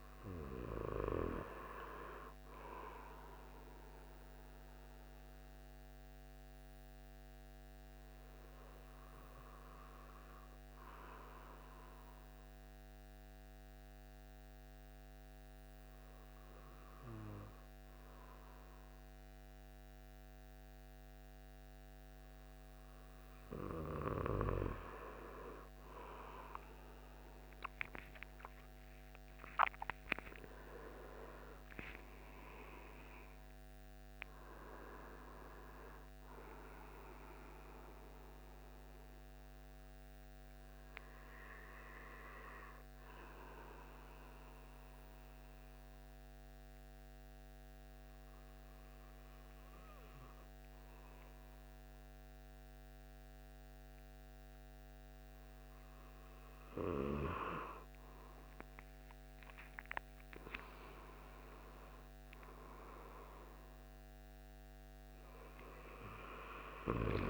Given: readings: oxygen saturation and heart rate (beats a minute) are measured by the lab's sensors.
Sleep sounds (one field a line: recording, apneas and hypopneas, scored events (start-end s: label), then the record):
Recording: breathing in sleep by a microphone on the trachea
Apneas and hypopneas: 2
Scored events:
0.00-8.00 s: oxygen desaturation (device-marked, oxygen 92% lowest)
4.50-21.50 s: hypopnea (oxygen 96% before, 93% lowest)
26.50-32.00 s: arousal
40.50-57.00 s: hypopnea (oxygen 96% before, 93% lowest)
58.50-63.00 s: arousal
From the record:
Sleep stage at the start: N2 (light sleep)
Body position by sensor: on the right side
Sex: male